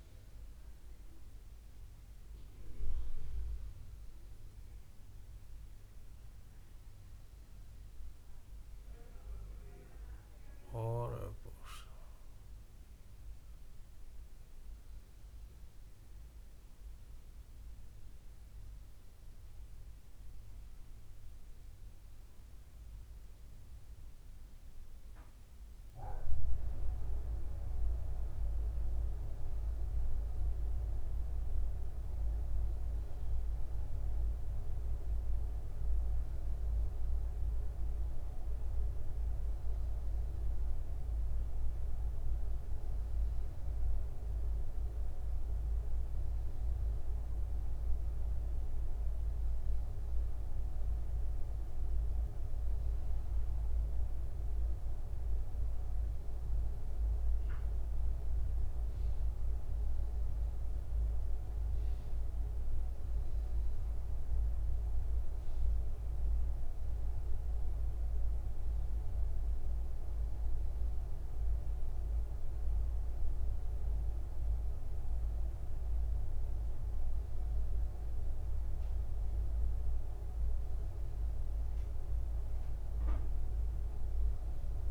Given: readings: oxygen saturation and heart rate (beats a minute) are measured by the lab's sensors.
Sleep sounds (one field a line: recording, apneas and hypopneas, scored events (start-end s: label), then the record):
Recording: breathing in sleep by a room microphone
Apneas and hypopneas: none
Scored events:
none scored
From the record:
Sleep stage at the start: N1 (lightest sleep)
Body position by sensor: upright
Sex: male